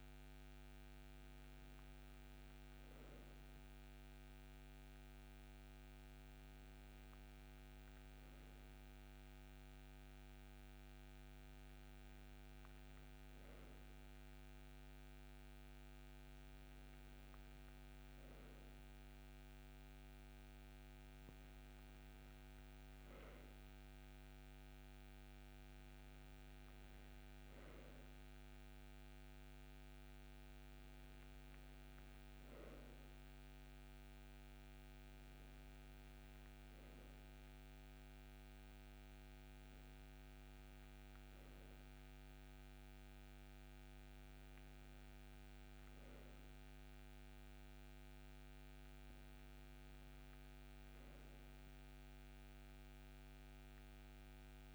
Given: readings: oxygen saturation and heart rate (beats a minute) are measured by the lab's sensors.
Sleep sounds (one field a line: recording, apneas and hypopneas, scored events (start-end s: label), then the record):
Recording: breathing in sleep, hard to hear, by a microphone on the trachea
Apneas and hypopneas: none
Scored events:
none scored
From the record:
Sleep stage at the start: N2 (light sleep)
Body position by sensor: on the right side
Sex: male